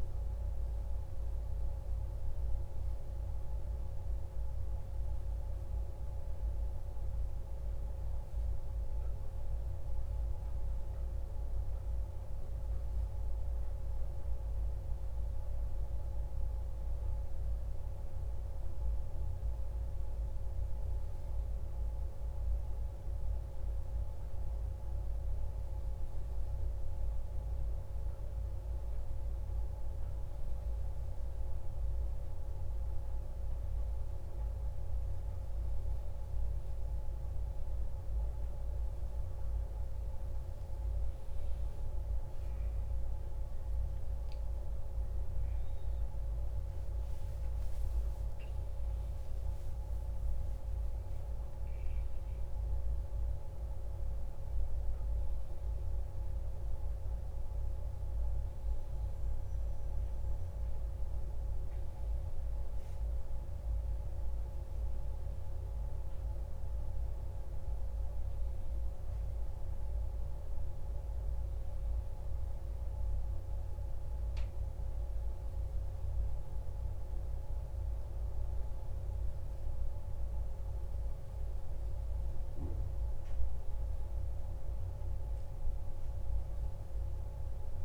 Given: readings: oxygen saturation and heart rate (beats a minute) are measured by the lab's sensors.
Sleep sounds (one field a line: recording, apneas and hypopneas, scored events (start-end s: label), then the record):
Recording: breathing in sleep, hard to hear, by a room microphone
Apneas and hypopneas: none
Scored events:
44.00-49.50 s: arousal
From the record:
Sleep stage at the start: N1 (lightest sleep)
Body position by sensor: on the back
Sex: male